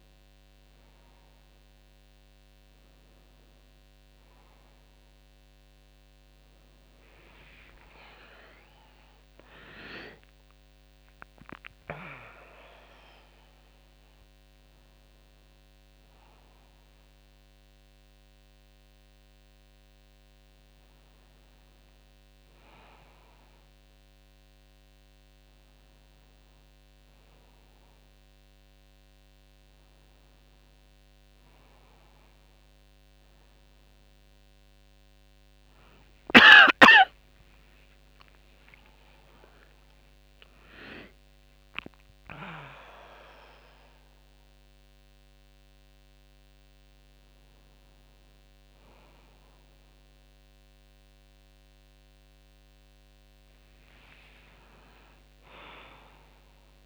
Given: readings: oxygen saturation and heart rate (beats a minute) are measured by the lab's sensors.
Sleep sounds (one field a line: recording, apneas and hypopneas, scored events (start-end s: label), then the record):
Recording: breathing in sleep by a microphone on the trachea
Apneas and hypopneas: none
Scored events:
7.00-11.00 s: arousal
49.50-56.86 s: new sleep stage, awake
From the record:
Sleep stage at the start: N1 (lightest sleep)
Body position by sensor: on the back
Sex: female